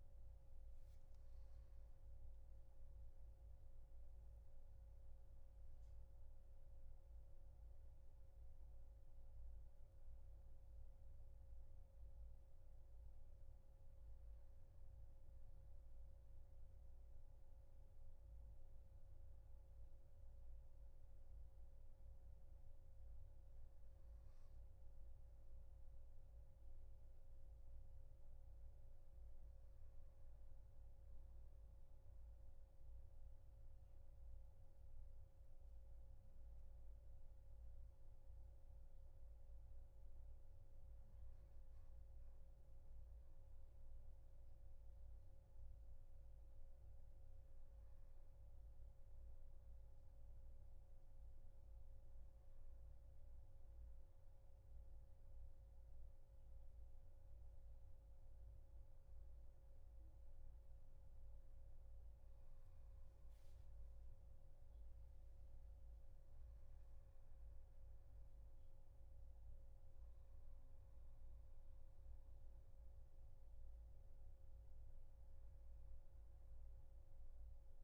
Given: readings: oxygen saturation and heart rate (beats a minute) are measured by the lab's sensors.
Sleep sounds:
breathing in sleep, hard to hear, by a room microphone; none
none scored
From the record:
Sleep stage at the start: N1 (lightest sleep); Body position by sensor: on the back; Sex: male

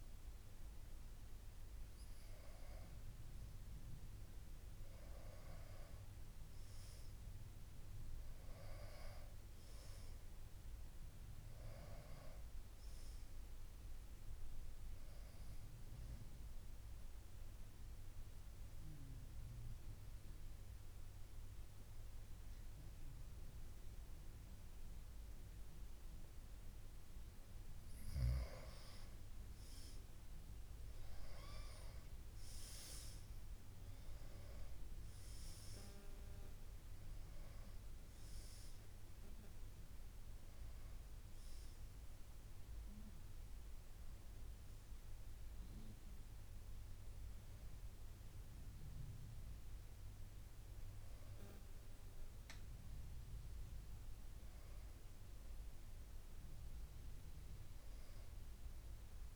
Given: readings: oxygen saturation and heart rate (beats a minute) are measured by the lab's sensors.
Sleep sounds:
breathing in sleep, hard to hear, by a room microphone; 1
11.50-15.50 s: arousal
18.00-29.00 s: hypopnea (oxygen 97% before, 92% lowest, heart rate 64 before, 54 extreme, up 15 after)
31.00-34.50 s: arousal
36.00-53.00 s: oxygen desaturation (device-marked, oxygen 96% before, 92% lowest, heart rate 61 before, 55 extreme)
From the record:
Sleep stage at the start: N2 (light sleep); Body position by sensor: on the back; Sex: female

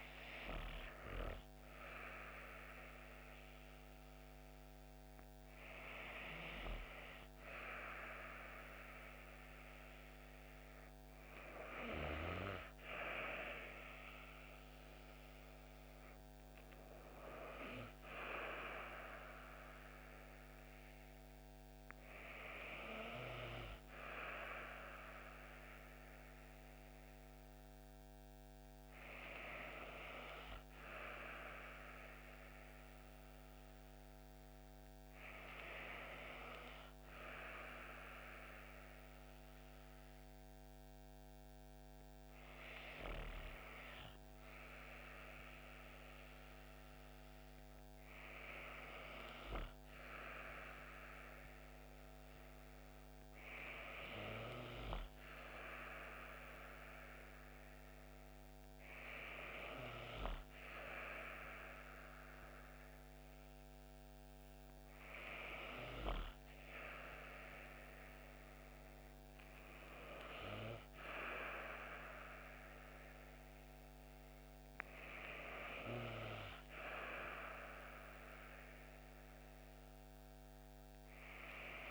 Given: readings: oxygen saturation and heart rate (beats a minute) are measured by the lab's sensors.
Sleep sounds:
breathing in sleep by a microphone on the trachea; 1
37.00-52.00 s: hypopnea (oxygen 95% before, 95% lowest)
53.50-57.00 s: arousal
From the record:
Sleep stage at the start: N2 (light sleep); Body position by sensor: on the back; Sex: female

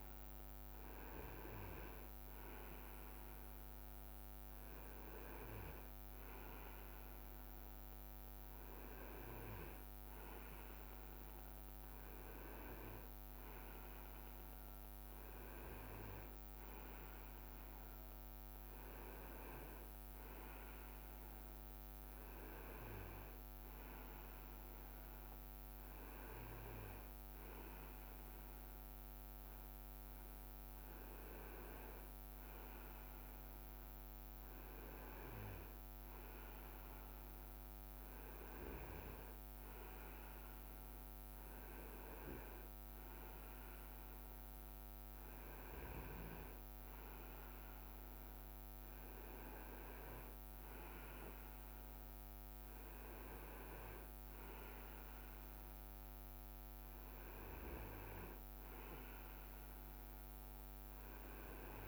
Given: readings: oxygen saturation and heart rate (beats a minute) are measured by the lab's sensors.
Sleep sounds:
breathing in sleep by a microphone on the trachea; none
none scored
From the record:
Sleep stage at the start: N2 (light sleep); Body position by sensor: on the right side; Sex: male

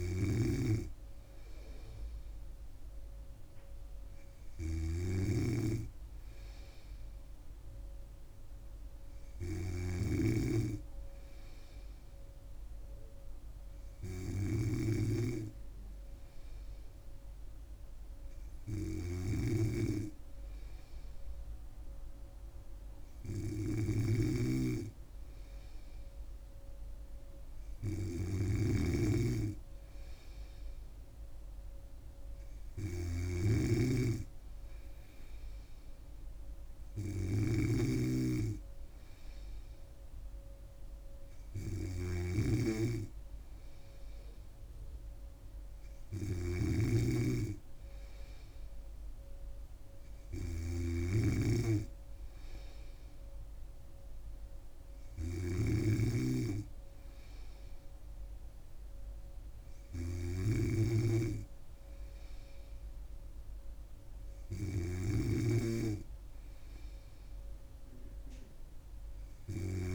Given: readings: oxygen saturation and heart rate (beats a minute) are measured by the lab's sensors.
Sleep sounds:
breathing in sleep by a room microphone; none
0.00-69.95 s: snoring (device-marked)
From the record:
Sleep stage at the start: N3 (deep sleep); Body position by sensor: on the back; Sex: female

